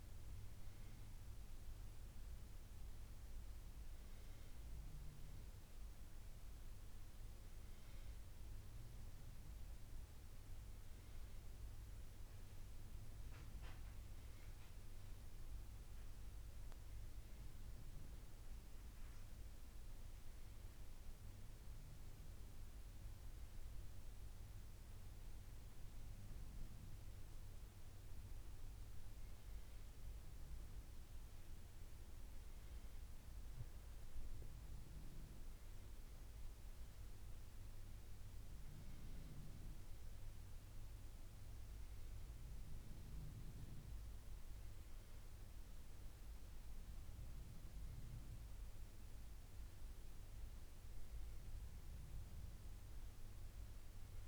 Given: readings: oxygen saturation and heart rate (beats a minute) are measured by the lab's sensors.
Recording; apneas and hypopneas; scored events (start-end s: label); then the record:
breathing in sleep, hard to hear, by a room microphone; none
none scored
From the record:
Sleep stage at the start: N1 (lightest sleep); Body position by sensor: on the back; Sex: female